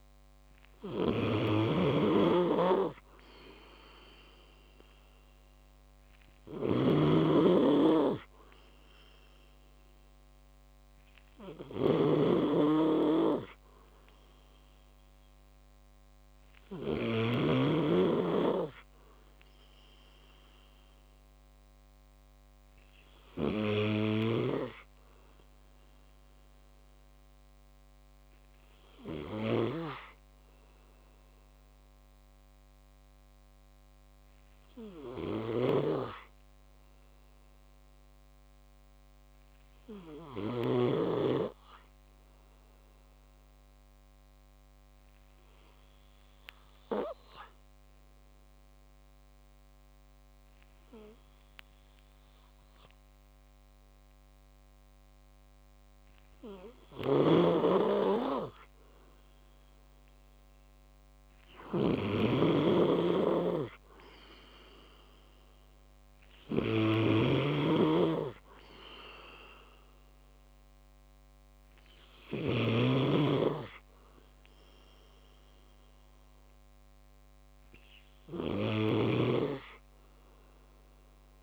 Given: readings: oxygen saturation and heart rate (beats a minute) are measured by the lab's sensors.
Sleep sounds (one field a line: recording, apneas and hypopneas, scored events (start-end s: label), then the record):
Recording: breathing in sleep by a microphone on the trachea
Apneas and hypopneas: 1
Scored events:
0.00-1.00 s: arousal
0.00-17.00 s: snoring (device-marked)
23.50-40.50 s: snoring (device-marked)
27.00-29.50 s: arousal
32.00-56.00 s: obstructive apnea (oxygen 97% before, 95% lowest, heart rate 59 before, 57 extreme, up 3 after)
56.50-81.43 s: snoring (device-marked)
58.50-62.00 s: arousal
From the record:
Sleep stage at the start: N2 (light sleep)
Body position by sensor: on the back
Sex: male